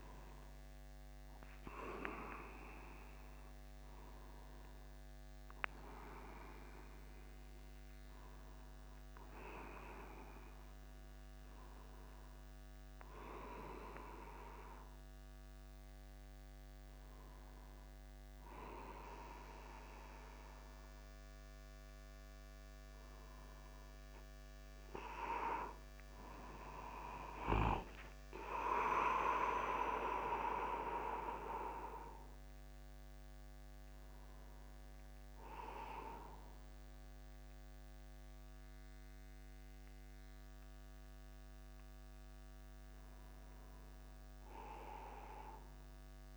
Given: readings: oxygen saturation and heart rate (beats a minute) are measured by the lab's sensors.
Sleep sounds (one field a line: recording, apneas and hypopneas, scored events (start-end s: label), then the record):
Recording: breathing in sleep by a microphone on the trachea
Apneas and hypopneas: none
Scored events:
12.00-42.00 s: new sleep stage, N1 (lightest sleep)
26.00-28.00 s: long interval between heartbeats (device-marked, heart rate 50 before, 58 extreme)
26.00-31.00 s: arousal
28.00-30.00 s: long interval between heartbeats (device-marked, heart rate 51 before, 68 extreme)
42.00-46.37 s: new sleep stage, N2 (light sleep)
From the record:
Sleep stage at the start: N2 (light sleep)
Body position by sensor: upright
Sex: male